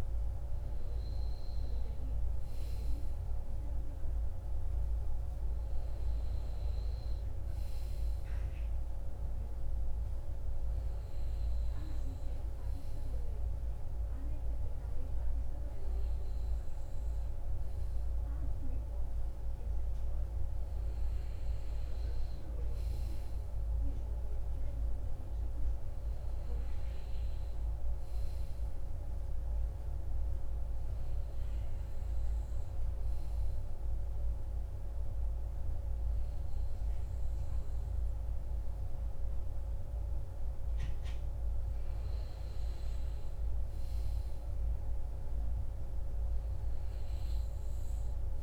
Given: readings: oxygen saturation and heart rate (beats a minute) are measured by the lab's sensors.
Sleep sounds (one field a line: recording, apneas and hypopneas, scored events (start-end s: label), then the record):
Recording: breathing in sleep, hard to hear, by a room microphone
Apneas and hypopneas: none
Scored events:
none scored
From the record:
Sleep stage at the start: N2 (light sleep)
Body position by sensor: on the right side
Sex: male